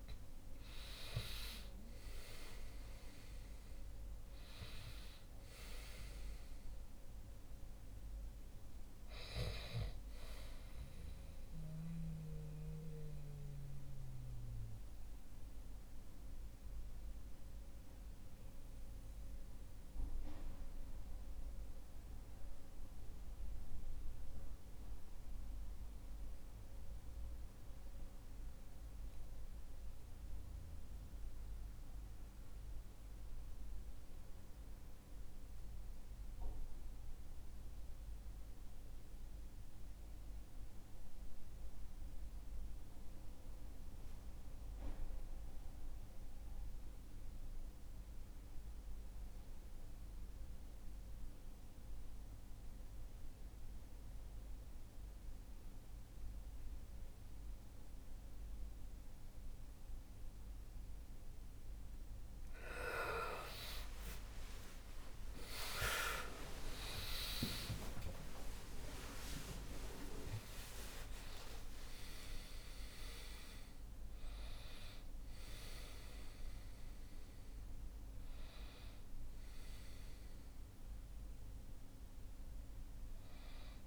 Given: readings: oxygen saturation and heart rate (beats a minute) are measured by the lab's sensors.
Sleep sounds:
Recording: breathing in sleep by a room microphone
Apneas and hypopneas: 1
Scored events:
0.00-24.00 s: oxygen desaturation (device-marked, oxygen 83% lowest, heart rate 55 extreme)
11.50-60.50 s: obstructive apnea (oxygen 95% before, 81% lowest, heart rate 73 before, 55 extreme, up 19 after)
40.00-80.00 s: oxygen desaturation (device-marked, oxygen 99% before, 83% lowest, heart rate 65 before, 55 extreme)
63.00-68.50 s: arousal
70.00-83.87 s: new sleep stage, N2 (light sleep)
From the record:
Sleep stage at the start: REM sleep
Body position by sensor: on the back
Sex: male

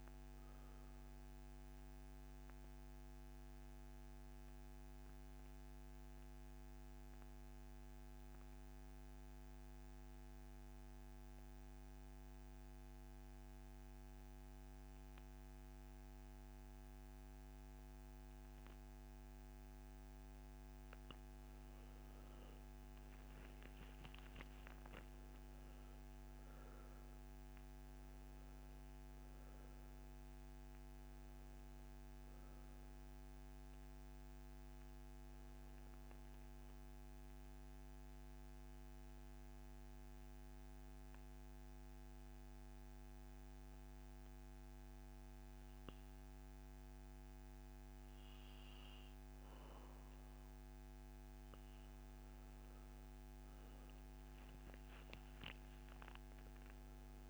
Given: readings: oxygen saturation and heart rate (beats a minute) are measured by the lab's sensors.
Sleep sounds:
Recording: breathing in sleep, hard to hear, by a microphone on the trachea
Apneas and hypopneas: 2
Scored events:
0.00-2.00 s: oxygen desaturation (device-marked, oxygen 88% lowest, heart rate 61 extreme)
1.00-20.50 s: mixed apnea (oxygen 98% before, 88% lowest, heart rate 71 before, 61 extreme, up 12 after)
21.00-40.00 s: oxygen desaturation (device-marked, oxygen 97% before, 88% lowest, heart rate 66 before, 63 extreme)
22.50-25.00 s: arousal
34.50-48.50 s: obstructive apnea (oxygen 97% before, 84% lowest, heart rate 69 before, 63 extreme, up 7 after)
52.50-55.50 s: arousal
From the record:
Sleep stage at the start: N2 (light sleep)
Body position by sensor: on the back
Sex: male

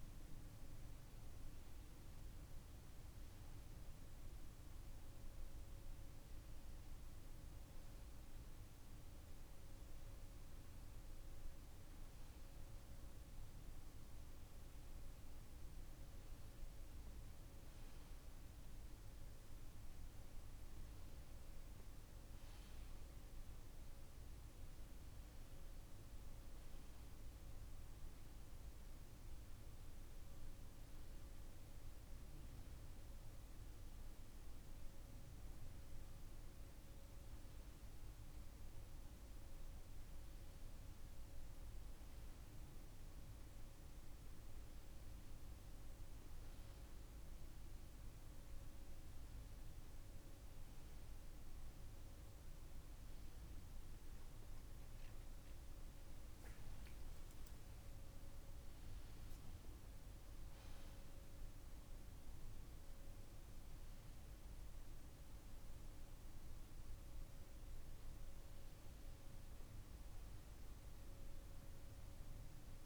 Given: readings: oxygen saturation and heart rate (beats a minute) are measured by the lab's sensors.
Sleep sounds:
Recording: breathing in sleep, hard to hear, by a room microphone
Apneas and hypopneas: none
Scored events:
12.50-17.50 s: arousal
60.00-72.86 s: new sleep stage, awake
From the record:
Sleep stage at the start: N1 (lightest sleep)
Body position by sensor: on the right side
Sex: male

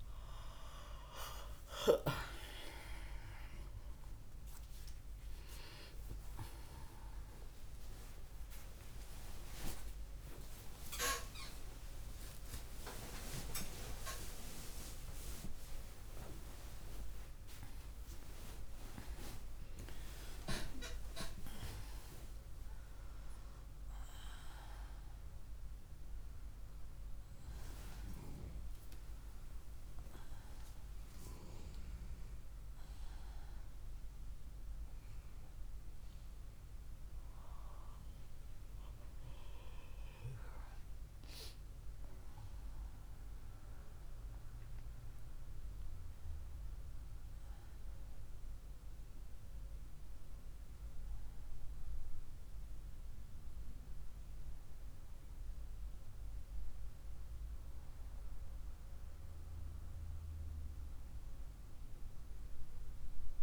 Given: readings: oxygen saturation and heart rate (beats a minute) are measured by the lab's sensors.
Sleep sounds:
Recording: a person awake in a sleep study, by a room microphone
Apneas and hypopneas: none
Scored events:
57.00-63.43 s: new sleep stage, N1 (lightest sleep)
From the record:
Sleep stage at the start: awake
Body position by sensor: on the right side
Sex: female

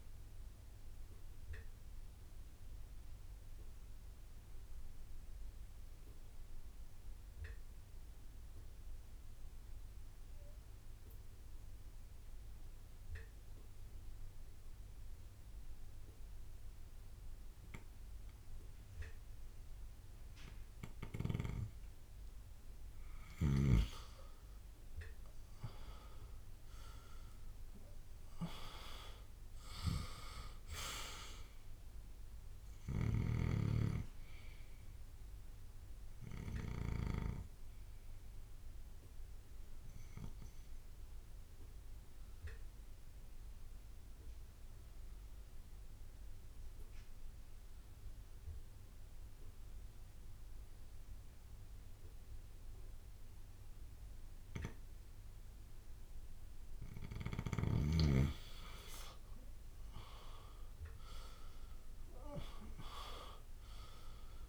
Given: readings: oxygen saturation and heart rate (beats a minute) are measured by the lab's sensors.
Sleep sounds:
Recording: breathing in sleep by a room microphone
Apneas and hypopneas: 2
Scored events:
0.00-11.00 s: oxygen desaturation (device-marked, oxygen 91% lowest)
0.00-57.00 s: bradycardia (device-marked)
1.00-22.50 s: obstructive apnea (oxygen 99% before, 91% lowest)
16.00-18.00 s: drop in pulse transit time (device-marked)
16.50-18.50 s: long interval between heartbeats (device-marked)
24.50-28.00 s: arousal
28.00-48.00 s: oxygen desaturation (device-marked, oxygen 99% before, 93% lowest)
32.50-34.50 s: long interval between heartbeats (device-marked)
38.00-56.50 s: obstructive apnea (oxygen 99% before, 92% lowest)
41.50-43.50 s: long interval between heartbeats (device-marked)
58.00-63.00 s: bradycardia (device-marked)
60.00-64.00 s: arousal
62.00-64.00 s: long interval between heartbeats (device-marked)
63.00-64.49 s: oxygen desaturation (device-marked, oxygen 99% before, 92% lowest)
From the record:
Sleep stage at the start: N2 (light sleep)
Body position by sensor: on the back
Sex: male

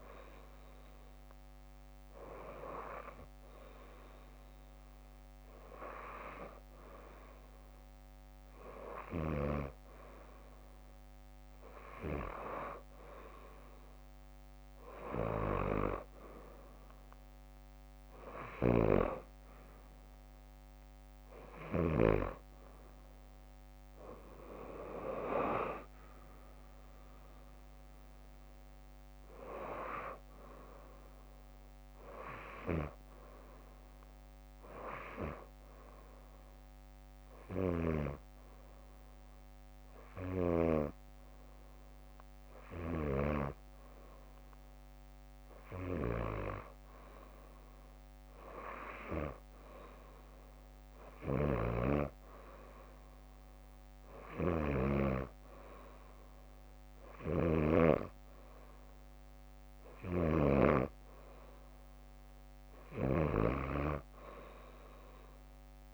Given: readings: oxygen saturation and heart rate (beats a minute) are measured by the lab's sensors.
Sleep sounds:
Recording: breathing in sleep by a microphone on the trachea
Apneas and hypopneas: 1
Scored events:
1.50-3.50 s: bradycardia (device-marked, heart rate 63 before, 62 extreme)
10.50-12.50 s: bradycardia (device-marked, heart rate 63 before, 62 extreme)
12.00-13.00 s: leg movement (device-marked)
15.00-17.00 s: leg movement (device-marked)
18.50-22.00 s: snoring (device-marked)
21.00-26.50 s: arousal
21.50-23.50 s: leg movement (device-marked)
24.50-30.50 s: leg movement (device-marked)
24.50-46.50 s: drop in pulse transit time (device-marked, heart rate 62 before, 62 extreme)
34.00-44.50 s: hypopnea (oxygen 94% before, 93% lowest, heart rate 63 before, 58 extreme, up 5 after)
37.50-43.00 s: snoring (device-marked)
46.00-48.00 s: leg movement (device-marked)
46.50-49.00 s: arousal
47.50-49.50 s: bradycardia (device-marked, heart rate 63 before, 61 extreme)
49.00-50.00 s: leg movement (device-marked)
51.00-65.94 s: snoring (device-marked)
59.50-61.50 s: leg movement (device-marked)
From the record:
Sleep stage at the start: N2 (light sleep)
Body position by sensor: on the back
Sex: female

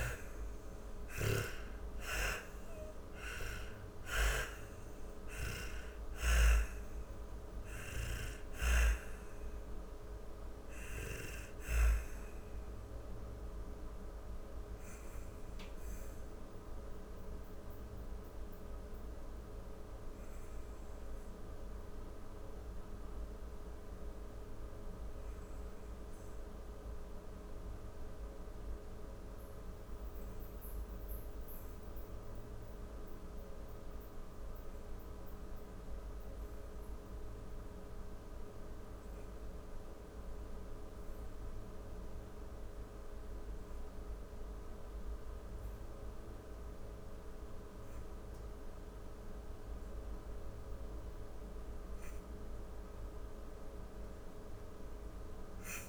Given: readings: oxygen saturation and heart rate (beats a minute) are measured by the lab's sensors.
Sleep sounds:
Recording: breathing in sleep by a room microphone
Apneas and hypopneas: 1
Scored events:
0.00-4.00 s: arousal
0.00-26.00 s: oxygen desaturation (device-marked, oxygen 80% lowest, heart rate 36 extreme)
14.50-35.00 s: hypopnea (oxygen 97% before, 80% lowest, heart rate 103 before, 36 extreme, up 30 after)
37.00-42.00 s: arousal
43.00-55.89 s: oxygen desaturation (device-marked, oxygen 99% before, 81% lowest, heart rate 51 before, 39 extreme)
From the record:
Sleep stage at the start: N2 (light sleep)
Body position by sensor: on the back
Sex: female

